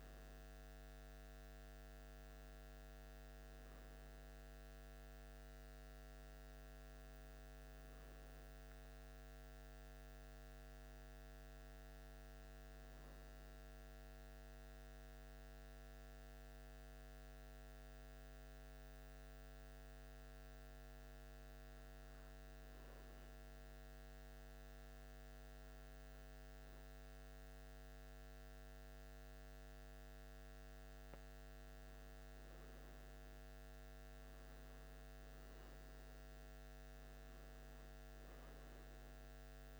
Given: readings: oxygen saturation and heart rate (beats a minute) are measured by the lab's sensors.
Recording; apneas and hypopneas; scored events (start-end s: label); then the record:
breathing in sleep, hard to hear, by a microphone on the trachea; 1
8.00-29.00 s: obstructive apnea (oxygen 98% before, 88% lowest, heart rate 77 before, 77 extreme, up 0 after)
21.00-27.00 s: oxygen desaturation (device-marked, oxygen 98% before, 95% lowest, heart rate 77 before, 77 extreme)
32.00-36.50 s: arousal
From the record:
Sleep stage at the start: N1 (lightest sleep); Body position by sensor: on the back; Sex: male